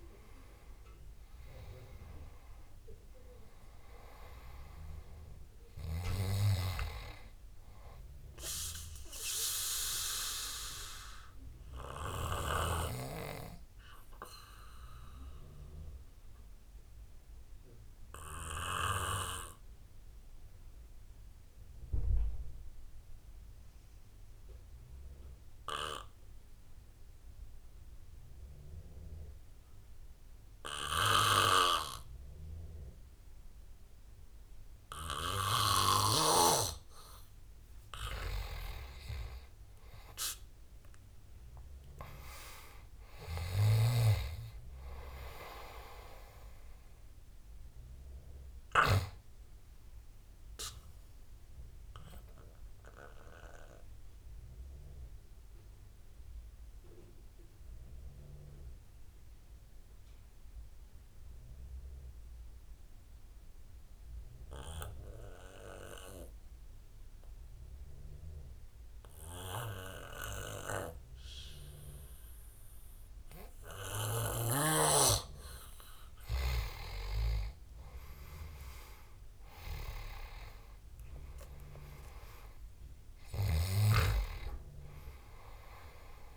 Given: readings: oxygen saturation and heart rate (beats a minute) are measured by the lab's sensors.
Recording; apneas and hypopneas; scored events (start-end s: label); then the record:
breathing in sleep by a room microphone; 2
0.00-25.00 s: oxygen desaturation (device-marked, oxygen 83% lowest, heart rate 69 extreme)
17.00-36.50 s: obstructive apnea (oxygen 95% before, 83% lowest, heart rate 76 before, 61 extreme, up 13 after)
39.00-44.00 s: arousal
44.00-70.00 s: oxygen desaturation (device-marked, oxygen 98% before, 88% lowest, heart rate 75 before, 61 extreme)
53.00-75.00 s: obstructive apnea (oxygen 98% before, 85% lowest, heart rate 79 before, 61 extreme, up 18 after)
75.00-86.37 s: oxygen desaturation (device-marked, oxygen 97% before, 85% lowest, heart rate 68 before, 61 extreme)
77.50-81.50 s: arousal
From the record:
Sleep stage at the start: N2 (light sleep); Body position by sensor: on the back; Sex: male